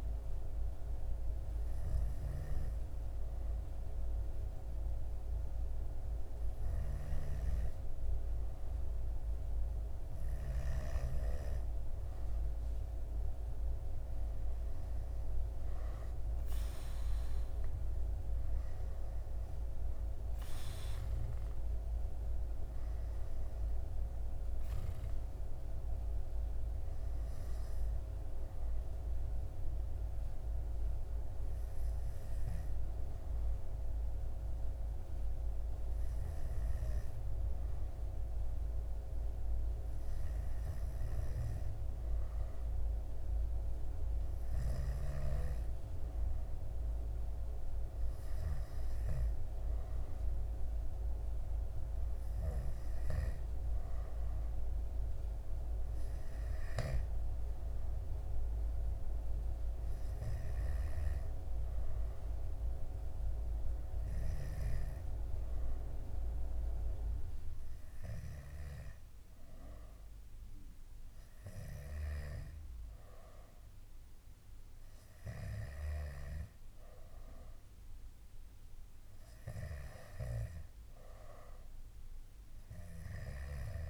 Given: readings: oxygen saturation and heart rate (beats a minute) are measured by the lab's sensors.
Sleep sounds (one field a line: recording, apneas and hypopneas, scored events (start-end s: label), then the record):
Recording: breathing in sleep by a room microphone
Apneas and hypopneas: none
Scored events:
45.50-59.50 s: oxygen desaturation (device-marked, oxygen 97% before, 94% lowest, heart rate 68 before, 66 extreme)
From the record:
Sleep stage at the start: N2 (light sleep)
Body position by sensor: on the back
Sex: male